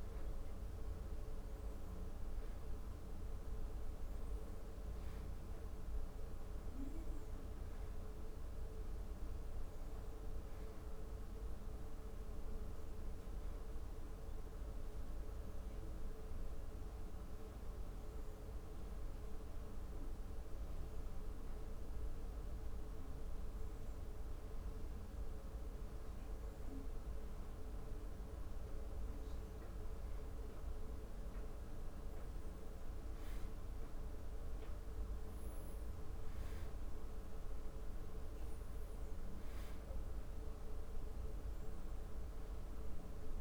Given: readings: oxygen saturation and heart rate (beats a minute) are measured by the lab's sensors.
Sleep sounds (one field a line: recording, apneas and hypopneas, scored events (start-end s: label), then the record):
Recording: breathing in sleep, hard to hear, by a room microphone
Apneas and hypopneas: none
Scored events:
none scored
From the record:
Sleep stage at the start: N2 (light sleep)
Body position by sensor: on the back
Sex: male